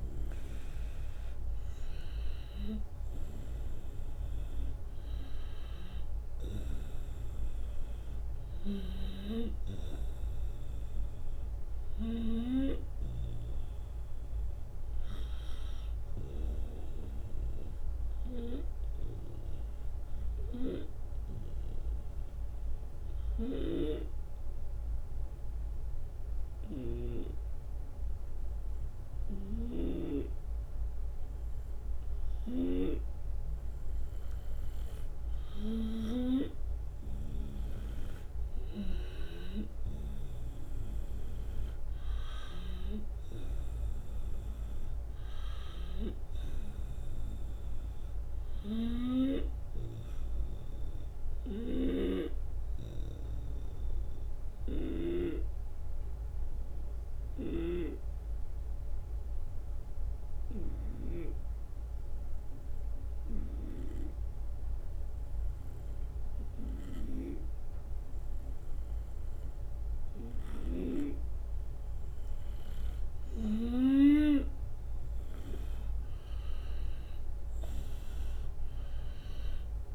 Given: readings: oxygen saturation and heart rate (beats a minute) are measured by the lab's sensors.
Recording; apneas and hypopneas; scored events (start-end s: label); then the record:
breathing in sleep by a room microphone; 2
2.00-6.00 s: arousal
3.00-13.00 s: oxygen desaturation (device-marked, oxygen 96% before, 91% lowest)
16.50-31.50 s: obstructive apnea (oxygen 96% before, 89% lowest)
23.50-36.00 s: snoring (device-marked)
34.50-37.50 s: arousal
38.00-48.00 s: oxygen desaturation (device-marked, oxygen 95% before, 90% lowest)
45.00-47.00 s: long interval between heartbeats (device-marked)
48.00-51.50 s: arousal
51.50-55.00 s: snoring (device-marked)
52.50-72.00 s: obstructive apnea (oxygen 95% before, 89% lowest)
53.00-55.00 s: long interval between heartbeats (device-marked)
57.00-74.00 s: snoring (device-marked)
70.00-79.95 s: oxygen desaturation (device-marked, oxygen 95% before, 89% lowest)
78.50-79.95 s: arousal
From the record:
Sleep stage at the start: N2 (light sleep); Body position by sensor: on the right side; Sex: male